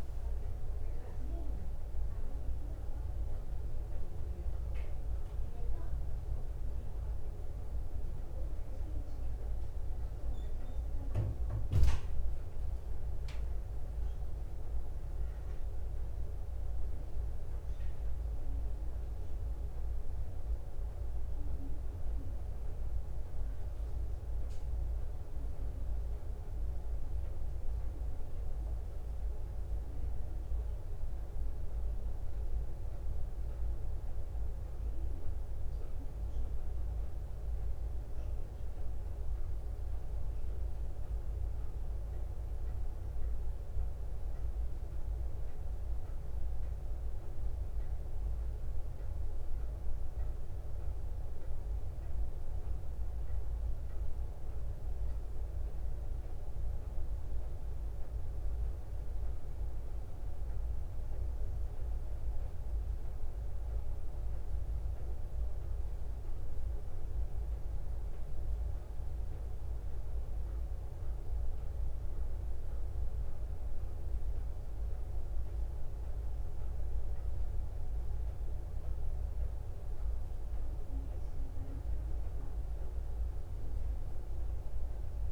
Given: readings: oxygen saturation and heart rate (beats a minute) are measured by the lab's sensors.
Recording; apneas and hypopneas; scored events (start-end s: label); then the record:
breathing in sleep, hard to hear, by a room microphone; none
none scored
From the record:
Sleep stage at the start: N2 (light sleep); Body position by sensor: on the back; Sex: female